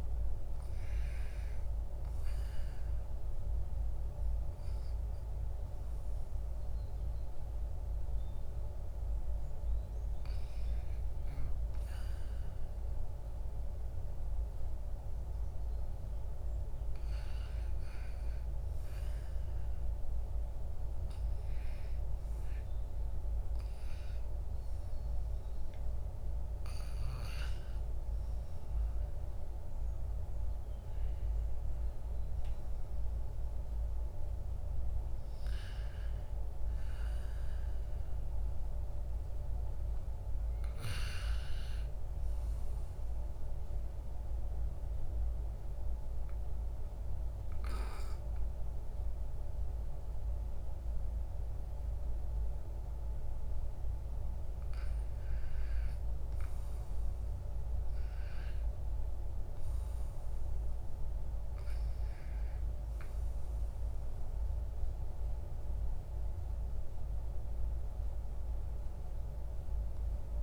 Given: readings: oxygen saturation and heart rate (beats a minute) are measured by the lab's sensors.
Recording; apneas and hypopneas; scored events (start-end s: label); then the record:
breathing in sleep, hard to hear, by a room microphone; 1
42.50-54.50 s: mixed apnea (oxygen 97% before, 95% lowest, heart rate 66 before, 64 extreme, up 3 after)
58.50-63.50 s: arousal
From the record:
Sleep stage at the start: REM sleep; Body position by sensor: on the back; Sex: male